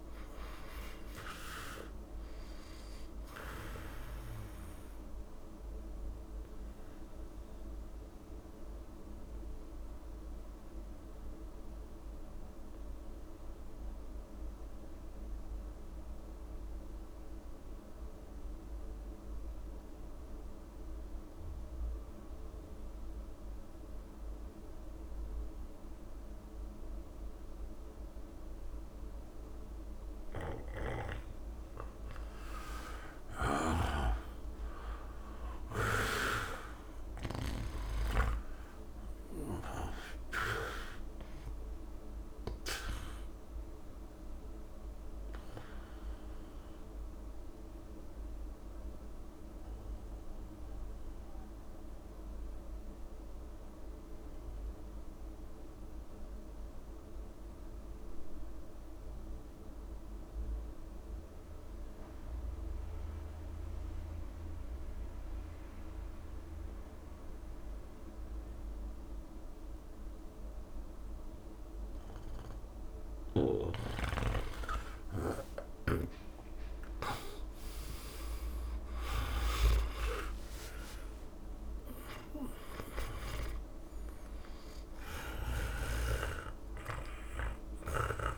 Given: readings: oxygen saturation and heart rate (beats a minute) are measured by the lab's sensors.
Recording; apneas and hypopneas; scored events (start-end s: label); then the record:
breathing in sleep by a room microphone; 2
0.00-17.50 s: oxygen desaturation (device-marked, oxygen 85% lowest)
5.50-30.50 s: mixed apnea (oxygen 99% before, 85% lowest)
27.00-29.00 s: long interval between heartbeats (device-marked)
30.00-37.50 s: snoring (device-marked)
32.50-36.50 s: arousal
33.50-56.50 s: oxygen desaturation (device-marked, oxygen 98% before, 89% lowest)
38.00-40.00 s: long interval between heartbeats (device-marked)
43.50-72.00 s: obstructive apnea (oxygen 99% before, 86% lowest)
71.50-88.38 s: oxygen desaturation (device-marked, oxygen 98% before, 86% lowest)
75.50-81.50 s: arousal
From the record:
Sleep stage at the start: N2 (light sleep); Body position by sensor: on the back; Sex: male